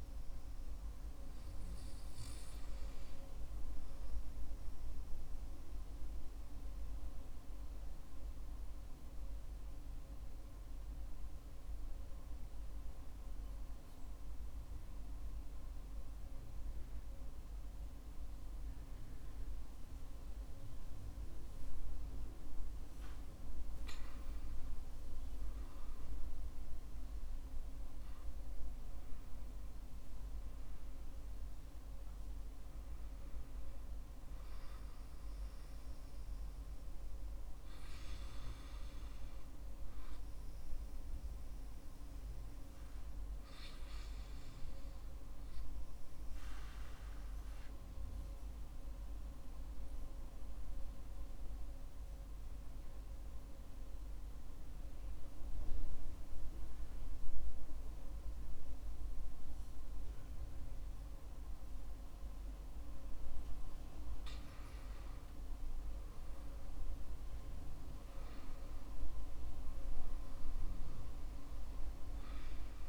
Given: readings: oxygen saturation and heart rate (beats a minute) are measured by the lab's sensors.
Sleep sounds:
breathing in sleep, hard to hear, by a room microphone; 2
4.50-22.50 s: obstructive apnea (oxygen 95% before, 94% lowest, heart rate 59 before, 54 extreme, up 11 after)
26.00-31.50 s: arousal
47.00-64.50 s: obstructive apnea (oxygen 96% before, 94% lowest, heart rate 60 before, 51 extreme, up 9 after)
66.50-71.00 s: arousal
From the record:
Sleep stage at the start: N2 (light sleep); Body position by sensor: on the back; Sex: male

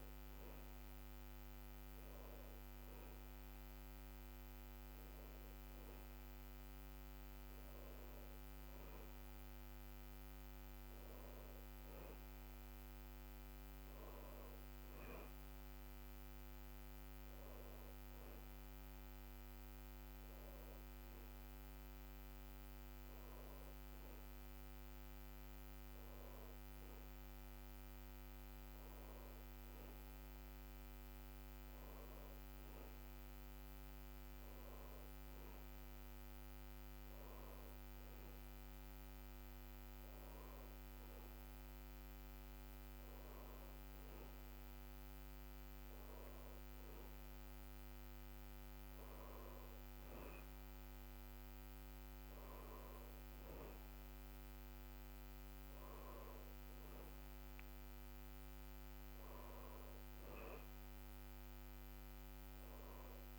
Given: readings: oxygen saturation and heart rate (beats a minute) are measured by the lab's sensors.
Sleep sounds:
breathing in sleep, hard to hear, by a microphone on the trachea; none
none scored
From the record:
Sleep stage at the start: N1 (lightest sleep); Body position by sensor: on the back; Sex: male

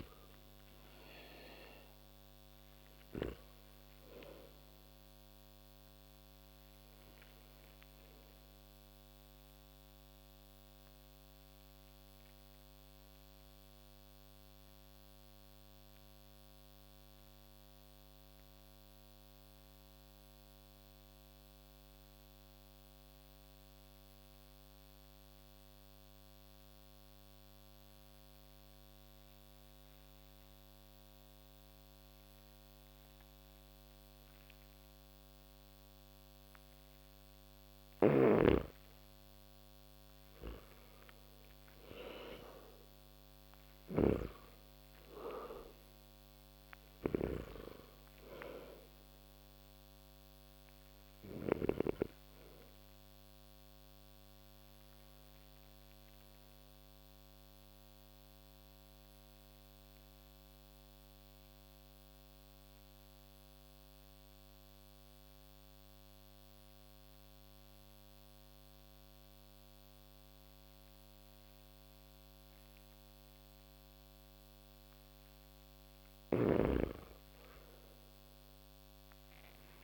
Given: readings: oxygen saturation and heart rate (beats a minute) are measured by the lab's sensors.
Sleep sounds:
breathing in sleep by a microphone on the trachea; 2
0.00-24.00 s: oxygen desaturation (device-marked, oxygen 81% lowest)
7.50-36.00 s: mixed apnea (oxygen 98% before, 81% lowest)
37.00-71.00 s: oxygen desaturation (device-marked, oxygen 98% before, 81% lowest)
37.50-51.50 s: snoring (device-marked)
39.00-44.00 s: arousal
54.50-75.00 s: obstructive apnea (oxygen 98% before, 81% lowest)
75.50-79.84 s: snoring (device-marked)
78.50-79.84 s: arousal
From the record:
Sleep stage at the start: N2 (light sleep); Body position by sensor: on the back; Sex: male

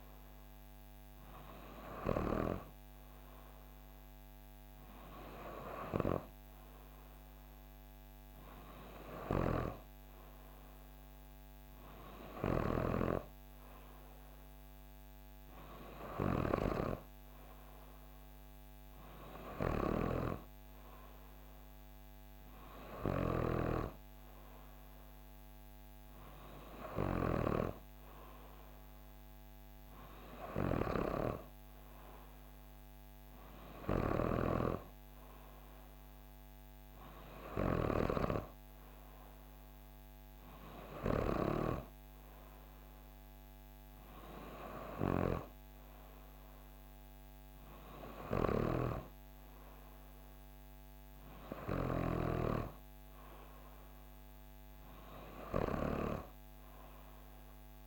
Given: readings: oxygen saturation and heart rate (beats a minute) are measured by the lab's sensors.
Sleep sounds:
breathing in sleep by a microphone on the trachea; none
none scored
From the record:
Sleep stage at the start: N3 (deep sleep); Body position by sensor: on the back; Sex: female

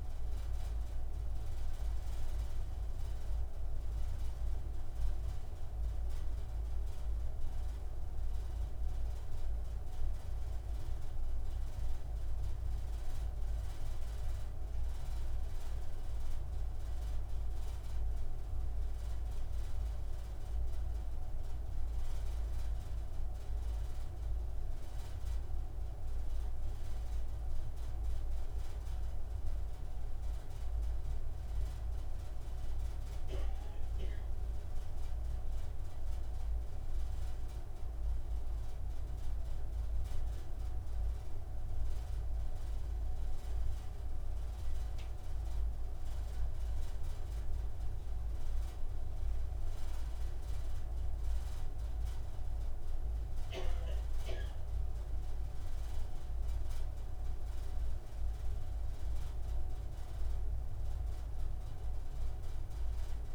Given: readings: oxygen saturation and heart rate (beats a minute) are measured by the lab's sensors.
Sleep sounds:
breathing in sleep, hard to hear, by a room microphone; none
none scored
From the record:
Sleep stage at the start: N2 (light sleep); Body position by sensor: on the right side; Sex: male

